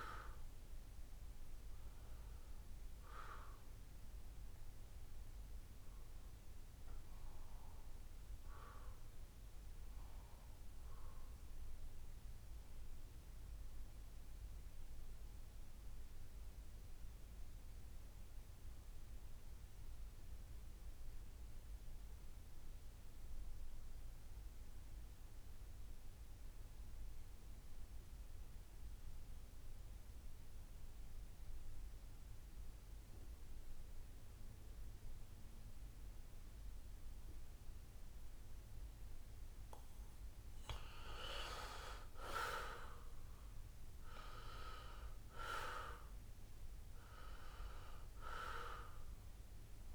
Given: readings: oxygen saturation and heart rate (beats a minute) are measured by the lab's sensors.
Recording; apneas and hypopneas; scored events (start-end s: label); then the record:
breathing in sleep by a room microphone; 1
0.00-14.00 s: oxygen desaturation (device-marked, oxygen 85% lowest, heart rate 66 extreme)
12.00-40.00 s: mixed apnea (oxygen 93% before, 82% lowest, heart rate 69 before, 65 extreme, up 4 after)
34.00-49.95 s: oxygen desaturation (device-marked, oxygen 96% before, 82% lowest, heart rate 67 before, 65 extreme)
41.50-45.50 s: arousal
From the record:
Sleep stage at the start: N2 (light sleep); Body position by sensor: on the back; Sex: male